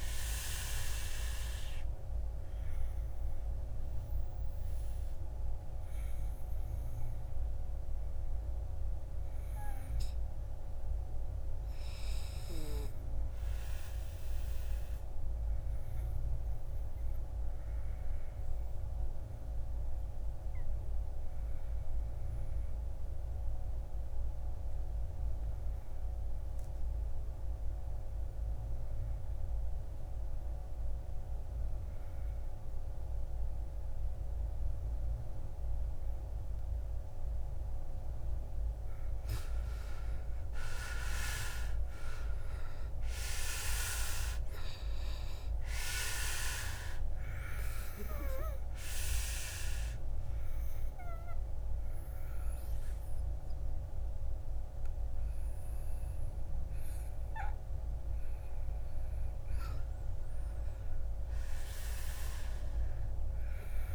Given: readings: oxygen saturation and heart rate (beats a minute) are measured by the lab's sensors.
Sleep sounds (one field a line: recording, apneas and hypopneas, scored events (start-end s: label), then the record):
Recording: breathing in sleep by a room microphone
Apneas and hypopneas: 2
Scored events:
0.00-16.00 s: oxygen desaturation (device-marked, oxygen 74% lowest, heart rate 53 extreme)
17.00-38.00 s: obstructive apnea (oxygen 96% before, 78% lowest, heart rate 60 before, 52 extreme, up 12 after)
27.00-33.00 s: oxygen desaturation (device-marked, oxygen 99% before, 94% lowest, heart rate 54 before, 55 extreme)
40.00-43.50 s: arousal
42.00-63.95 s: oxygen desaturation (device-marked, oxygen 95% before, 78% lowest, heart rate 58 before, 52 extreme)
47.50-58.50 s: obstructive apnea (oxygen 99% before, 78% lowest, heart rate 62 before, 52 extreme, up 7 after)
61.00-63.95 s: arousal
From the record:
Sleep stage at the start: N2 (light sleep)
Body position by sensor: on the back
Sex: male